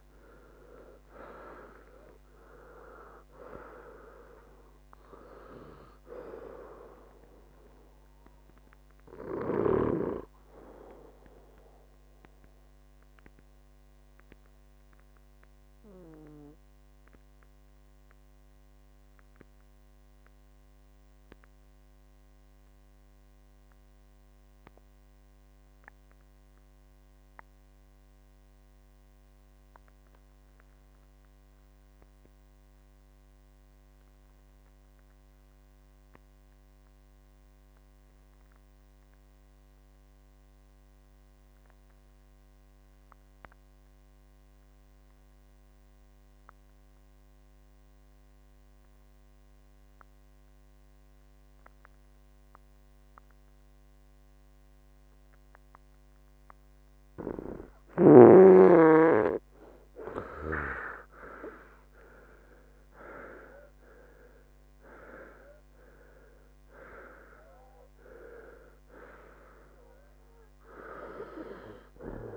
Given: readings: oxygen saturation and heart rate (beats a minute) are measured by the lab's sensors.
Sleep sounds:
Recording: breathing in sleep by a microphone on the trachea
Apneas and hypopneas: 1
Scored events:
0.00-27.50 s: oxygen desaturation (device-marked, oxygen 87% lowest, heart rate 57 extreme)
12.50-56.50 s: mixed apnea (oxygen 96% before, 84% lowest, heart rate 80 before, 57 extreme, up 19 after)
45.50-72.37 s: oxygen desaturation (device-marked, oxygen 98% before, 84% lowest, heart rate 62 before, 60 extreme)
59.50-62.50 s: arousal
From the record:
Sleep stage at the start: N2 (light sleep)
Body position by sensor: on the right side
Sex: male

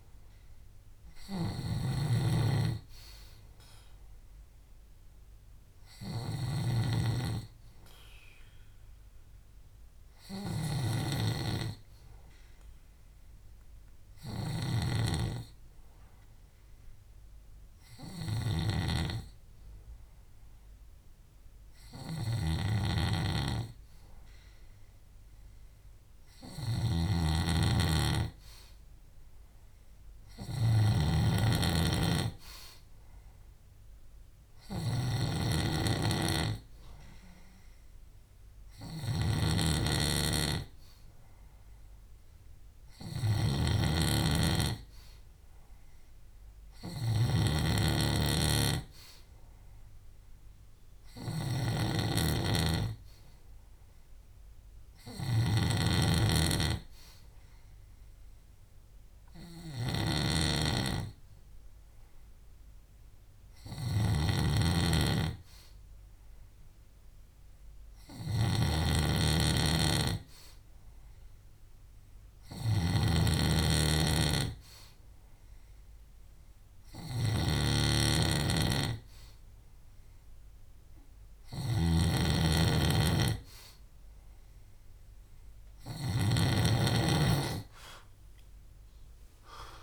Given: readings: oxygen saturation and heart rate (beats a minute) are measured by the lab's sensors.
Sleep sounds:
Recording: breathing in sleep by a room microphone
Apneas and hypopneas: 1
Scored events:
1.50-86.50 s: snoring (device-marked)
30.00-85.50 s: hypopnea (oxygen 97% before, 92% lowest, heart rate 67 before, 65 extreme, up 7 after)
58.50-60.50 s: long interval between heartbeats (device-marked, heart rate 67 before, 73 extreme)
88.50-89.83 s: arousal
From the record:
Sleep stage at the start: N2 (light sleep)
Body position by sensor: on the left side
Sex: male

